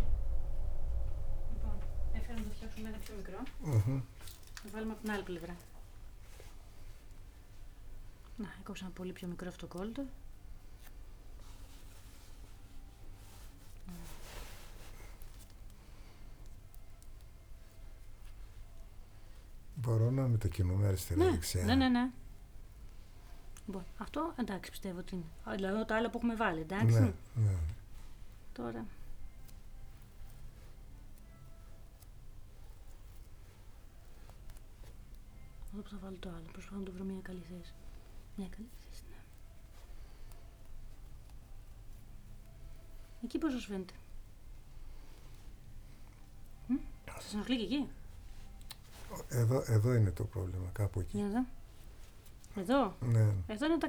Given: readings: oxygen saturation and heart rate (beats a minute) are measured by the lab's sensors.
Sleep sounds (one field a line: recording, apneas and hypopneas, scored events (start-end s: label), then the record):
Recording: a person awake in a sleep study, by a room microphone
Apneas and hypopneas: none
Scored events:
9.50-28.00 s: snoring (device-marked)
30.00-53.89 s: snoring (device-marked)
From the record:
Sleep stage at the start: awake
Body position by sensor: on the back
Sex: male